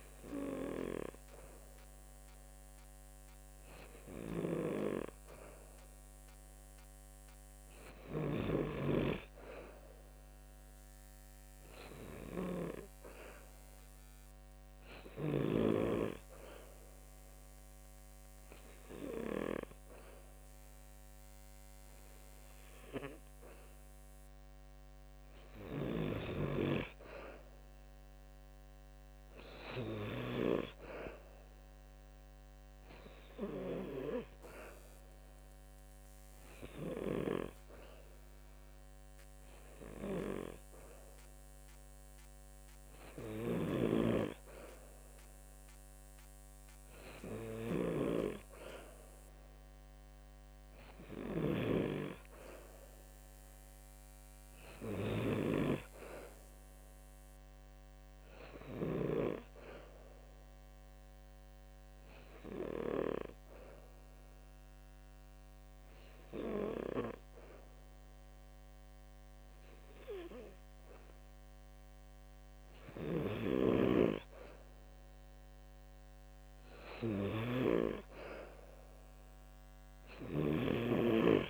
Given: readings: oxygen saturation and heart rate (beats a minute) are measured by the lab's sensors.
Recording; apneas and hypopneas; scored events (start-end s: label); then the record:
breathing in sleep by a microphone on the trachea; 2
0.00-10.00 s: oxygen desaturation (device-marked, oxygen 90% lowest, heart rate 71 extreme)
3.50-15.00 s: snoring (device-marked)
16.00-27.00 s: hypopnea (oxygen 94% before, 91% lowest, heart rate 72 before, 71 extreme, up 5 after)
30.00-33.50 s: arousal
43.00-58.50 s: snoring (device-marked)
59.50-71.50 s: hypopnea (oxygen 94% before, 90% lowest, heart rate 72 before, 71 extreme, up 3 after)
72.50-81.50 s: snoring (device-marked)
73.00-76.00 s: arousal
From the record:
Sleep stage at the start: N2 (light sleep); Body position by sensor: on the back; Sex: male